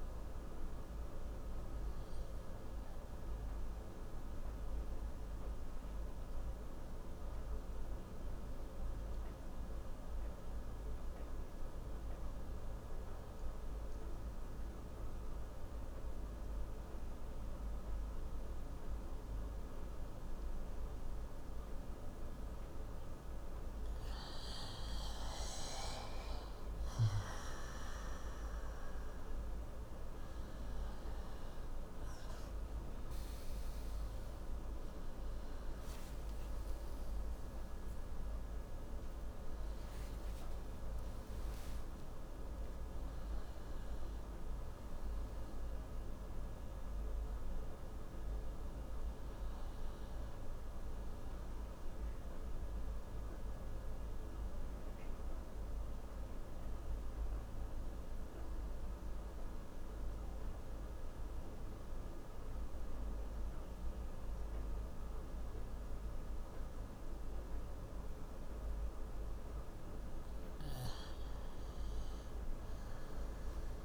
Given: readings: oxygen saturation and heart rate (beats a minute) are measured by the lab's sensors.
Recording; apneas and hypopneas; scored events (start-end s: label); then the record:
breathing in sleep, hard to hear, by a room microphone; 2
0.00-6.50 s: oxygen desaturation (device-marked, oxygen 89% lowest)
2.50-24.00 s: obstructive apnea (oxygen 96% before, 89% lowest)
23.50-45.50 s: oxygen desaturation (device-marked, oxygen 97% before, 91% lowest)
25.00-28.50 s: arousal
47.50-59.50 s: oxygen desaturation (device-marked, oxygen 93% before, 89% lowest)
54.00-69.50 s: obstructive apnea (oxygen 95% before, 89% lowest)
71.50-73.84 s: arousal
From the record:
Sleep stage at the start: N2 (light sleep); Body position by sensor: on the left side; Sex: male